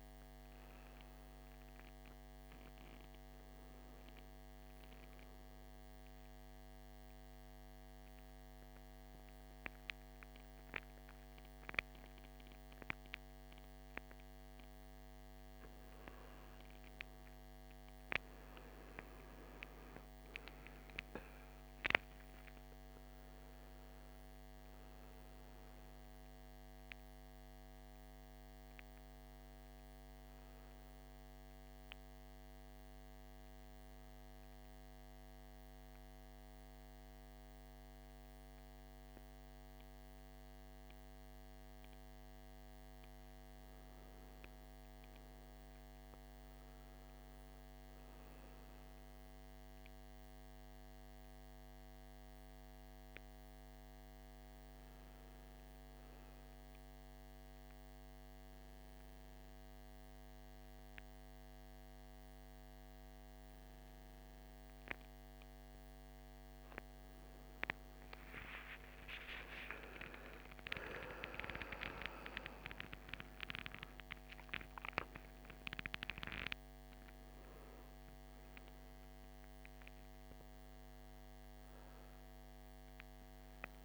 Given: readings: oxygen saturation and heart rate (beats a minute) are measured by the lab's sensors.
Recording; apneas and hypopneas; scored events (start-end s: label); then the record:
breathing in sleep by a microphone on the trachea; 2
20.00-41.00 s: oxygen desaturation (device-marked, oxygen 96% before, 90% lowest, heart rate 58 before, 56 extreme)
33.50-44.00 s: central apnea (oxygen 97% before, 90% lowest, heart rate 62 before, 56 extreme, up 6 after)
48.50-52.00 s: arousal
54.00-65.00 s: oxygen desaturation (device-marked, oxygen 97% before, 93% lowest, heart rate 59 before, 60 extreme)
56.50-66.50 s: central apnea (oxygen 97% before, 90% lowest, heart rate 59 before, 60 extreme, up 8 after)
68.00-73.50 s: arousal
78.00-83.85 s: oxygen desaturation (device-marked, oxygen 95% before, 90% lowest, heart rate 64 before, 55 extreme)
From the record:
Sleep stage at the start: N2 (light sleep); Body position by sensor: on the back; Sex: male